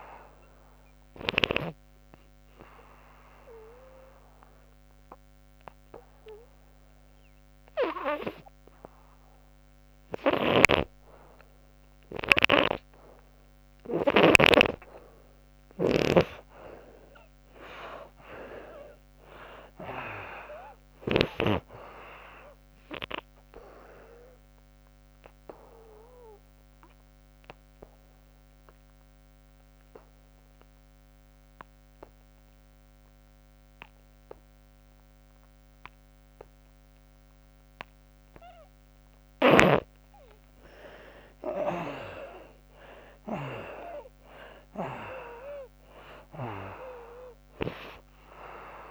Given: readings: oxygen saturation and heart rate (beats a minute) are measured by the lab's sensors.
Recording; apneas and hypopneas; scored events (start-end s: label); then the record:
breathing in sleep by a microphone on the trachea; 2
0.00-15.50 s: oxygen desaturation (device-marked, oxygen 58% lowest, heart rate 66 extreme)
2.00-13.50 s: obstructive apnea (oxygen 95% before, 58% lowest, heart rate 87 before, 67 extreme, up 33 after)
10.00-14.00 s: snoring (device-marked)
16.50-20.00 s: arousal
17.50-33.50 s: oxygen desaturation (device-marked, oxygen 95% before, 77% lowest, heart rate 101 before, 67 extreme)
24.50-38.50 s: obstructive apnea (oxygen 95% before, 65% lowest, heart rate 98 before, 67 extreme, up 32 after)
35.50-48.91 s: oxygen desaturation (device-marked, oxygen 90% before, 65% lowest, heart rate 103 before, 76 extreme)
41.00-45.50 s: arousal
From the record:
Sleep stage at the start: N2 (light sleep); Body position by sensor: on the back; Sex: female